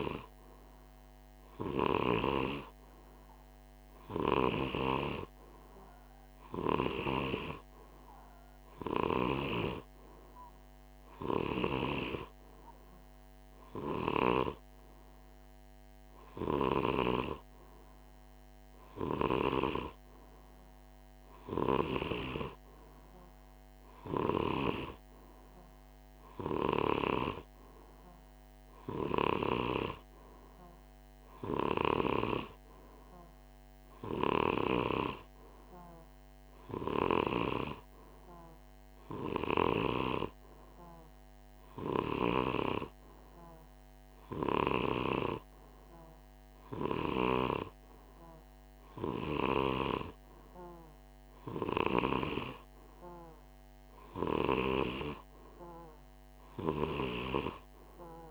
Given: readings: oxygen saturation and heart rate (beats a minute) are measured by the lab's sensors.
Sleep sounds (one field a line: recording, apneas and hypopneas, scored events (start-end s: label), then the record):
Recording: breathing in sleep by a microphone on the trachea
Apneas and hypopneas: none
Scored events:
none scored
From the record:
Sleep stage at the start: N2 (light sleep)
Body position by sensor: on the right side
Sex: male